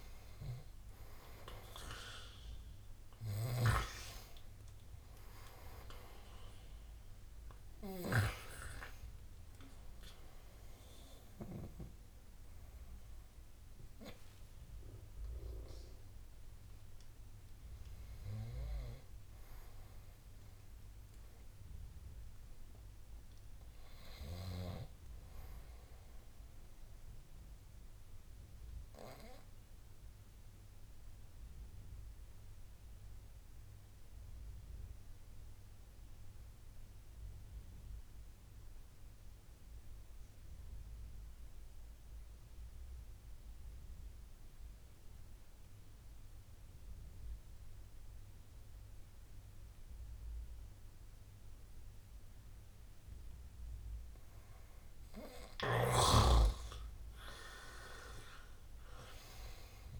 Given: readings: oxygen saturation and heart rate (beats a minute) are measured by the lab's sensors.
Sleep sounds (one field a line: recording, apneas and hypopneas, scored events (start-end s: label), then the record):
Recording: breathing in sleep by a room microphone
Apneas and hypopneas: 1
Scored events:
0.00-22.50 s: oxygen desaturation (device-marked, oxygen 90% lowest, heart rate 75 extreme)
28.00-54.00 s: obstructive apnea (oxygen 96% before, 85% lowest, heart rate 83 before, 76 extreme, up 6 after)
49.50-60.00 s: oxygen desaturation (device-marked, oxygen 98% before, 85% lowest, heart rate 79 before, 74 extreme)
58.00-60.00 s: arousal
From the record:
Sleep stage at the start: N2 (light sleep)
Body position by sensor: on the right side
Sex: male